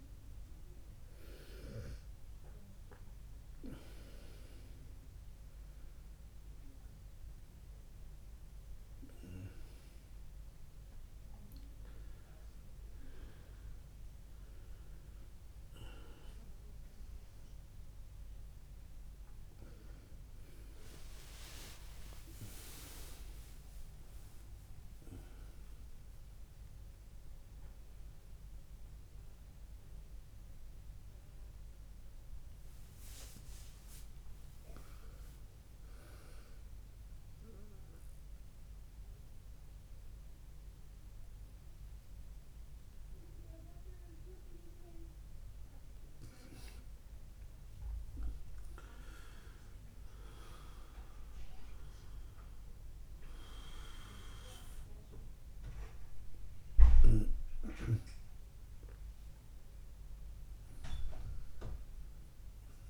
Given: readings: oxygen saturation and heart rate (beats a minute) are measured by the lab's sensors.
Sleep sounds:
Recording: a person partly awake in a sleep study, by a room microphone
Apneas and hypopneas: 1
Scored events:
23.00-62.90 s: new sleep stage, N1 (lightest sleep)
37.00-47.00 s: mixed apnea (oxygen 100% before, 98% lowest, heart rate 73 before, 55 extreme, up 11 after)
48.50-52.00 s: arousal
From the record:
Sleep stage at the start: awake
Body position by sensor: on the right side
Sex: male

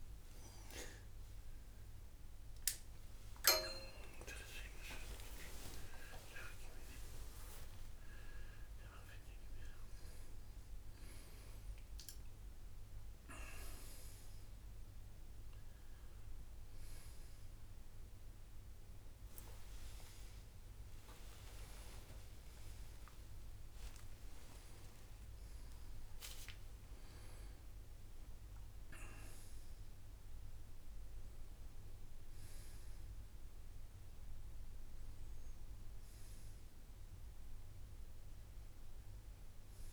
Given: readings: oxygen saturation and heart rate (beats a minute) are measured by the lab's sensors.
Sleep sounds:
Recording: a person awake in a sleep study, by a room microphone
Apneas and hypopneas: none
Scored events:
30.00-39.93 s: new sleep stage, N1 (lightest sleep)
From the record:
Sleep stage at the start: awake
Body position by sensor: on the right side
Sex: male

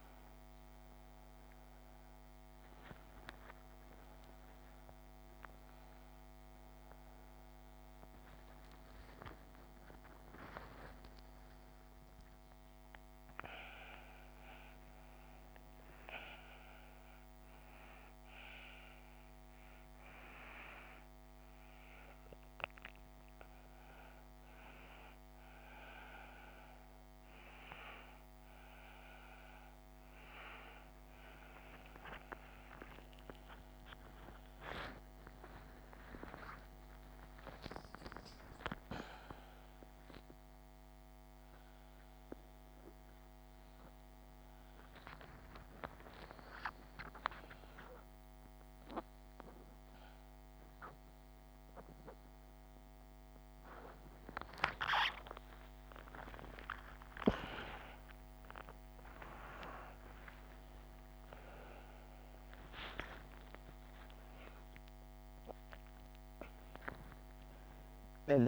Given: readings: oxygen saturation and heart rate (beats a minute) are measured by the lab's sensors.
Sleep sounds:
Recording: a person awake in a sleep study, by a microphone on the trachea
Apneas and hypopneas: none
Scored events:
43.50-49.50 s: oxygen desaturation (device-marked, oxygen 98% before, 95% lowest, heart rate 113 before, 69 extreme)
From the record:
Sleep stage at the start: awake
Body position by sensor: upright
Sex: female

